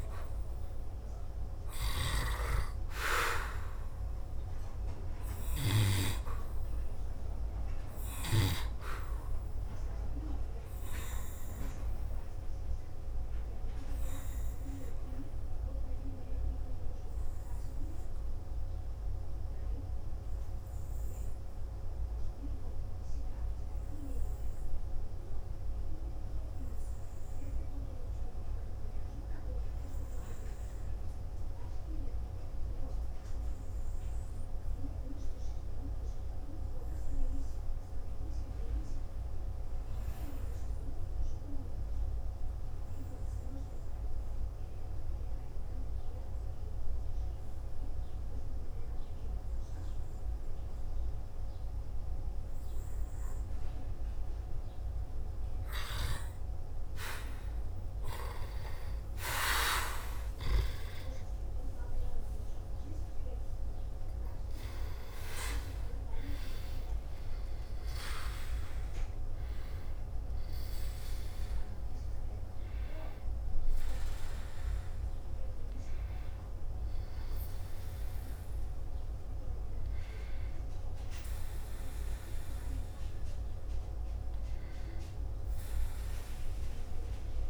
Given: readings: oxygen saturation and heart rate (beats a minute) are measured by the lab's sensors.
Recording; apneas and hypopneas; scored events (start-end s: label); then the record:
breathing in sleep by a room microphone; 1
0.00-3.00 s: arousal
11.50-54.00 s: hypopnea (oxygen 96% before, 84% lowest, heart rate 55 before, 49 extreme, up 9 after)
36.50-42.50 s: oxygen desaturation (device-marked, oxygen 99% before, 94% lowest, heart rate 57 before, 49 extreme)
58.00-62.00 s: arousal
71.50-87.50 s: new sleep stage, N1 (lightest sleep)
73.50-79.50 s: oxygen desaturation (device-marked, oxygen 95% before, 91% lowest, heart rate 58 before, 59 extreme)
81.50-87.50 s: oxygen desaturation (device-marked, oxygen 95% before, 84% lowest, heart rate 64 before, 53 extreme)
From the record:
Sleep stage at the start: N2 (light sleep); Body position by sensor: on the back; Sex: male